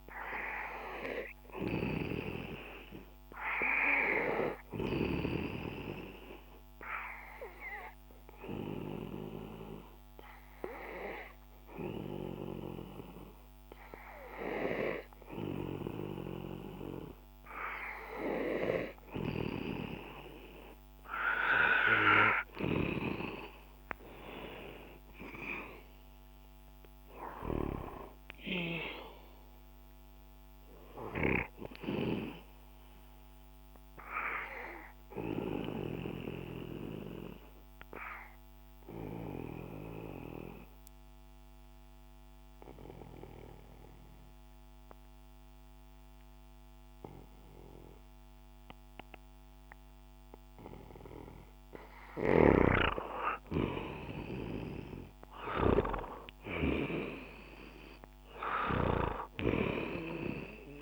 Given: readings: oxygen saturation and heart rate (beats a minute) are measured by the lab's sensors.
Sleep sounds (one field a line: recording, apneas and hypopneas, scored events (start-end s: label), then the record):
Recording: breathing in sleep by a microphone on the trachea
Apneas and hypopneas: 2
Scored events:
0.00-1.50 s: arousal
6.50-21.50 s: hypopnea (oxygen 98% before, 88% lowest, heart rate 66 before, 60 extreme, up 11 after)
7.00-22.00 s: oxygen desaturation (device-marked, oxygen 98% before, 92% lowest, heart rate 66 before, 60 extreme)
23.50-27.50 s: arousal
27.00-33.00 s: oxygen desaturation (device-marked, oxygen 94% before, 91% lowest, heart rate 67 before, 60 extreme)
35.50-51.50 s: obstructive apnea (oxygen 96% before, 88% lowest, heart rate 69 before, 60 extreme, up 13 after)
52.50-56.00 s: snoring (device-marked)
54.00-57.50 s: arousal
57.00-60.82 s: oxygen desaturation (device-marked, oxygen 97% before, 88% lowest, heart rate 64 before, 61 extreme)
From the record:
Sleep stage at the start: N2 (light sleep)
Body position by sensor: on the back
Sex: male